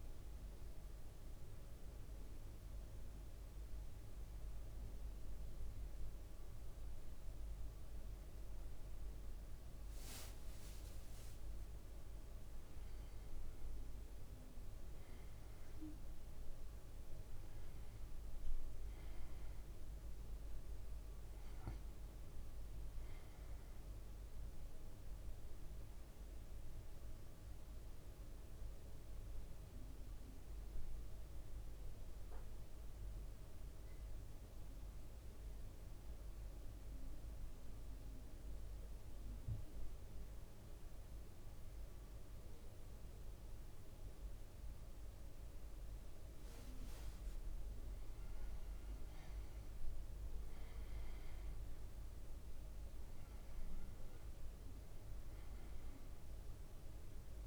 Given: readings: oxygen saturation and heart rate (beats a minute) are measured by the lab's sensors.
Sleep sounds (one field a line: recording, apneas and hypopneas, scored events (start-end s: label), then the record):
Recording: breathing in sleep, hard to hear, by a room microphone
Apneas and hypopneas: 1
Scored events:
9.50-11.50 s: leg movement (device-marked)
13.00-17.50 s: arousal
33.50-47.50 s: central apnea (oxygen 98% before, 96% lowest, heart rate 59 before, 57 extreme, up 5 after)
49.50-54.50 s: arousal
54.00-57.47 s: oxygen desaturation (device-marked, oxygen 99% before, 96% lowest, heart rate 58 before, 56 extreme)
From the record:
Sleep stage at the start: N2 (light sleep)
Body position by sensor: on the back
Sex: male